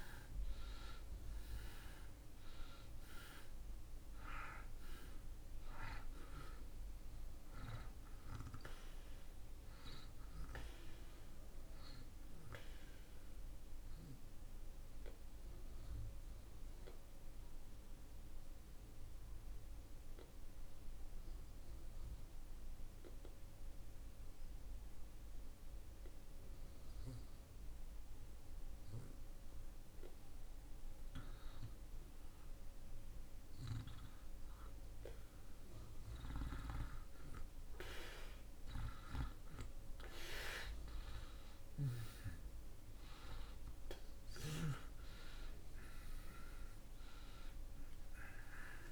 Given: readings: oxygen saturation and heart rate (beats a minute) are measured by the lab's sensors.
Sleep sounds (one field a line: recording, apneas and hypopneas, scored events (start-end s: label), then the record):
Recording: breathing in sleep by a room microphone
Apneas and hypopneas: 1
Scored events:
0.00-28.50 s: oxygen desaturation (device-marked, oxygen 77% lowest)
12.00-33.50 s: obstructive apnea (oxygen 95% before, 77% lowest)
37.00-41.50 s: arousal
41.50-48.92 s: oxygen desaturation (device-marked, oxygen 97% before, 84% lowest)
From the record:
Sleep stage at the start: N2 (light sleep)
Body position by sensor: on the back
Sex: male